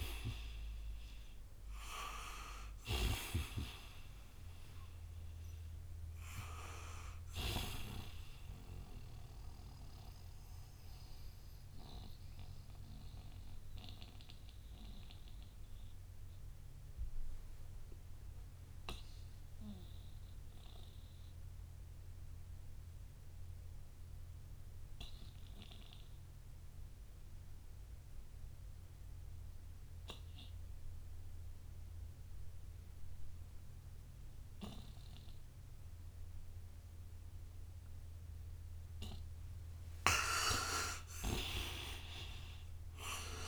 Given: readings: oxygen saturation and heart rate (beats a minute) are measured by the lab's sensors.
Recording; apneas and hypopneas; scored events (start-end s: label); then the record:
breathing in sleep by a room microphone; 1
0.00-7.50 s: snoring (device-marked)
0.00-22.00 s: oxygen desaturation (device-marked, oxygen 81% lowest, heart rate 60 extreme)
10.00-39.00 s: mixed apnea (oxygen 97% before, 81% lowest, heart rate 69 before, 60 extreme, up 17 after)
17.00-43.48 s: new sleep stage, N2 (light sleep)
39.00-43.48 s: oxygen desaturation (device-marked, oxygen 98% before, 84% lowest, heart rate 61 before, 58 extreme)
40.50-43.48 s: arousal
From the record:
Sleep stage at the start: N1 (lightest sleep); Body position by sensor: on the right side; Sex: male